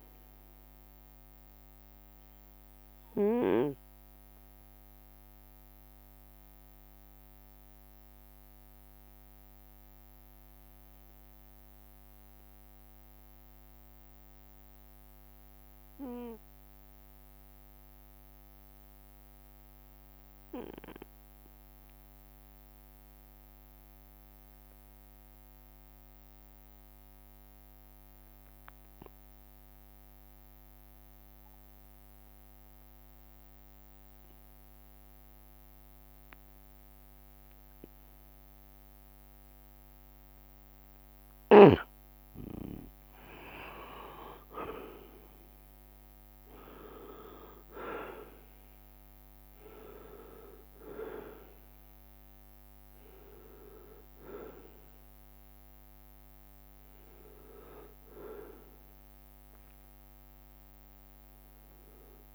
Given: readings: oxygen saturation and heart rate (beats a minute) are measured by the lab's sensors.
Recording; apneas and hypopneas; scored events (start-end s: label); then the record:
breathing in sleep by a microphone on the trachea; 1
0.00-12.00 s: oxygen desaturation (device-marked, oxygen 91% lowest)
0.00-62.35 s: bradycardia (device-marked)
1.50-40.50 s: obstructive apnea (oxygen 97% before, 90% lowest)
10.00-12.00 s: long interval between heartbeats (device-marked)
20.00-22.00 s: long interval between heartbeats (device-marked)
28.00-62.35 s: oxygen desaturation (device-marked, oxygen 99% before, 90% lowest)
29.00-31.00 s: long interval between heartbeats (device-marked)
35.50-37.00 s: leg movement (device-marked)
37.50-41.00 s: leg movement (device-marked)
38.50-40.50 s: long interval between heartbeats (device-marked)
43.50-48.50 s: arousal
48.00-50.00 s: long interval between heartbeats (device-marked)
57.50-59.50 s: long interval between heartbeats (device-marked)
From the record:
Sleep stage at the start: N2 (light sleep); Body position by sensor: on the right side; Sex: male